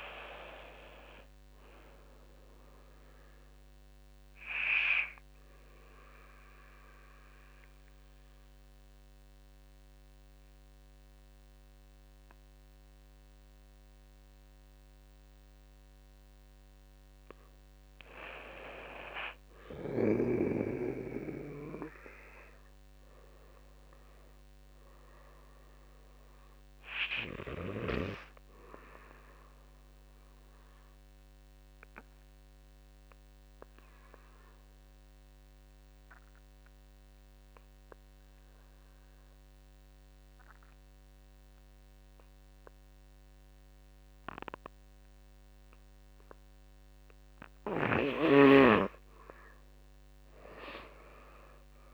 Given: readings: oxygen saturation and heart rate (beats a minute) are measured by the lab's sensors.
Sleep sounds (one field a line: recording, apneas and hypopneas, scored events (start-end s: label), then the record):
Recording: breathing in sleep by a microphone on the trachea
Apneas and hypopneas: 2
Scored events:
0.00-2.50 s: oxygen desaturation (device-marked, oxygen 88% lowest, heart rate 46 extreme)
0.00-10.50 s: drop in pulse transit time (device-marked, heart rate 48 extreme)
6.00-16.50 s: central apnea (oxygen 98% before, 89% lowest, heart rate 64 before, 43 extreme, up 10 after)
18.50-21.50 s: arousal
30.50-47.00 s: obstructive apnea (oxygen 99% before, 88% lowest, heart rate 51 before, 46 extreme, up 11 after)
50.00-51.94 s: arousal
From the record:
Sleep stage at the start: N2 (light sleep)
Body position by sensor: on the back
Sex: male